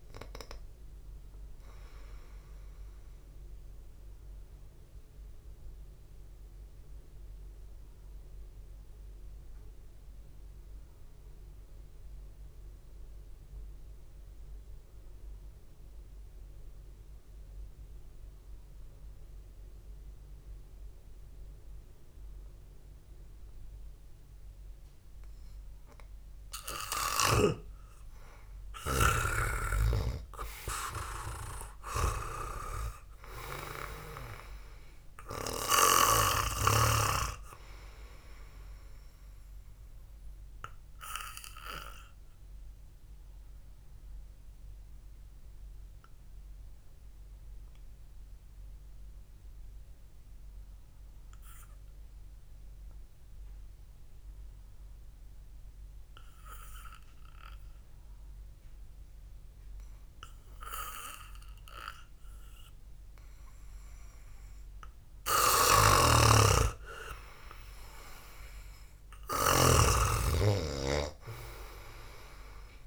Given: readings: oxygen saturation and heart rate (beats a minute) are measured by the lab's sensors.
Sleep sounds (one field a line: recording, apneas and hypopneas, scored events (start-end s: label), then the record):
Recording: breathing in sleep by a room microphone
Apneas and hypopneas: 2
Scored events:
4.50-25.00 s: obstructive apnea (oxygen 97% before, 88% lowest, heart rate 58 before, 55 extreme, up 0 after)
7.50-20.50 s: oxygen desaturation (device-marked, oxygen 95% before, 89% lowest, heart rate 58 before, 55 extreme)
28.50-32.50 s: arousal
28.50-58.50 s: oxygen desaturation (device-marked, oxygen 98% before, 88% lowest, heart rate 67 before, 55 extreme)
41.00-64.50 s: obstructive apnea (oxygen 98% before, 88% lowest, heart rate 60 before, 55 extreme)
66.00-70.50 s: snoring (device-marked)
67.00-69.00 s: arousal
From the record:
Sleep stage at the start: N2 (light sleep)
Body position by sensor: on the back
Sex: male